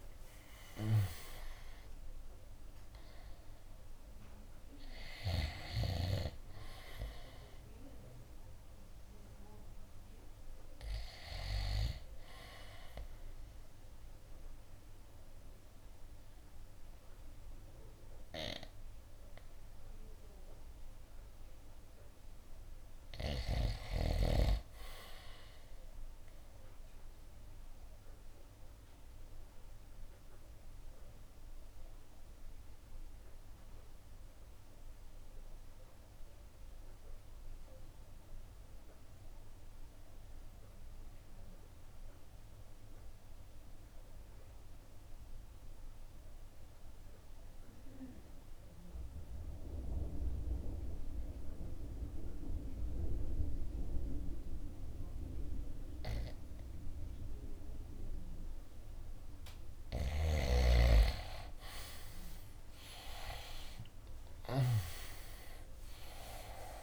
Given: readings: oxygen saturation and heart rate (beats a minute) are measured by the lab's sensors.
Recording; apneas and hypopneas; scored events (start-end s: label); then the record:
breathing in sleep by a room microphone; 1
0.00-2.50 s: arousal
0.00-10.00 s: drop in pulse transit time (device-marked, heart rate 72 extreme)
0.00-22.00 s: oxygen desaturation (device-marked, oxygen 76% lowest, heart rate 56 extreme)
25.50-59.50 s: mixed apnea (oxygen 97% before, 73% lowest, heart rate 72 before, 56 extreme, up 26 after)
34.00-49.00 s: oxygen desaturation (device-marked, oxygen 97% before, 89% lowest, heart rate 69 before, 56 extreme)
58.00-66.82 s: oxygen desaturation (device-marked, oxygen 94% before, 73% lowest, heart rate 58 before, 56 extreme)
60.00-65.00 s: snoring (device-marked)
61.50-66.82 s: arousal
64.00-66.82 s: drop in pulse transit time (device-marked, heart rate 61 before, 75 extreme)
From the record:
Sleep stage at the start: REM sleep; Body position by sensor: on the right side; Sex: male